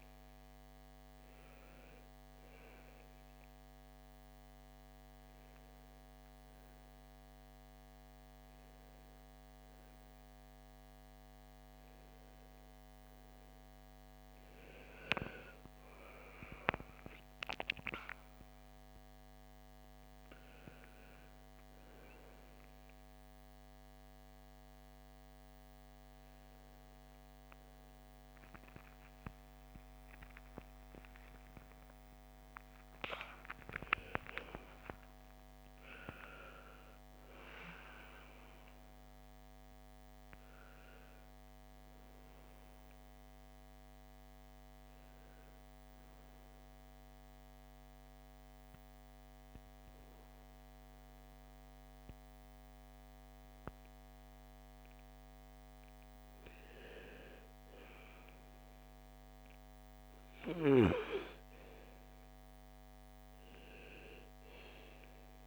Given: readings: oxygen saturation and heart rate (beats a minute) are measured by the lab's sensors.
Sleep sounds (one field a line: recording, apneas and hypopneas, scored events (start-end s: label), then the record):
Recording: a person partly awake in a sleep study, by a microphone on the trachea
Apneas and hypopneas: 1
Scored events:
0.00-7.00 s: oxygen desaturation (device-marked, oxygen 90% lowest, heart rate 59 extreme)
16.00-46.00 s: new sleep stage, awake
46.00-56.50 s: hypopnea (oxygen 98% before, 90% lowest, heart rate 79 before, 57 extreme, up 5 after)
46.00-65.46 s: new sleep stage, N2 (light sleep)
59.00-61.50 s: arousal
63.00-65.46 s: oxygen desaturation (device-marked, oxygen 97% before, 94% lowest, heart rate 61 before, 57 extreme)
From the record:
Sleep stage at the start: N2 (light sleep)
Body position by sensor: on the front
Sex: female